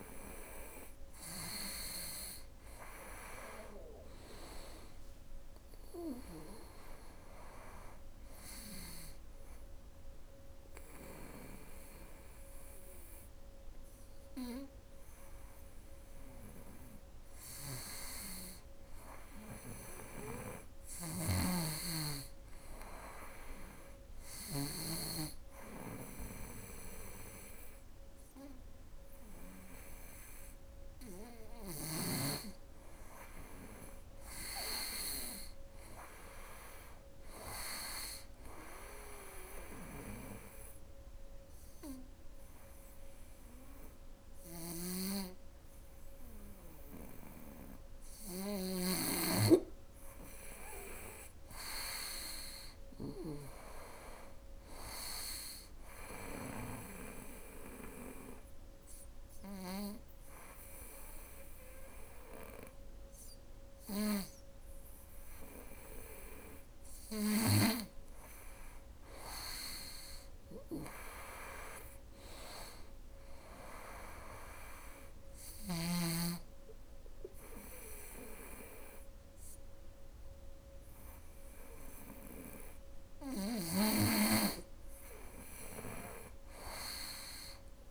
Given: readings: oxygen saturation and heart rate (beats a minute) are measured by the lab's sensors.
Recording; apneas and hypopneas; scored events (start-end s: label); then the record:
breathing in sleep by a room microphone; 4
6.50-17.00 s: obstructive apnea (oxygen 98% before, 95% lowest, heart rate 82 before, 71 extreme, up 8 after)
20.00-24.00 s: snoring (device-marked)
21.50-24.00 s: arousal
37.50-47.50 s: obstructive apnea (oxygen 98% before, 95% lowest, heart rate 77 before, 73 extreme, up 5 after)
43.50-48.00 s: snoring (device-marked)
50.00-53.00 s: arousal
53.50-67.50 s: oxygen desaturation (device-marked, oxygen 98% before, 95% lowest, heart rate 78 before, 71 extreme)
56.00-66.00 s: obstructive apnea (oxygen 98% before, 95% lowest, heart rate 78 before, 71 extreme, up 7 after)
68.00-71.00 s: arousal
73.00-83.00 s: obstructive apnea (oxygen 98% before, 95% lowest, heart rate 77 before, 71 extreme, up 11 after)
84.50-87.91 s: arousal
From the record:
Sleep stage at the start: N2 (light sleep); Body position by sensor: on the right side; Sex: female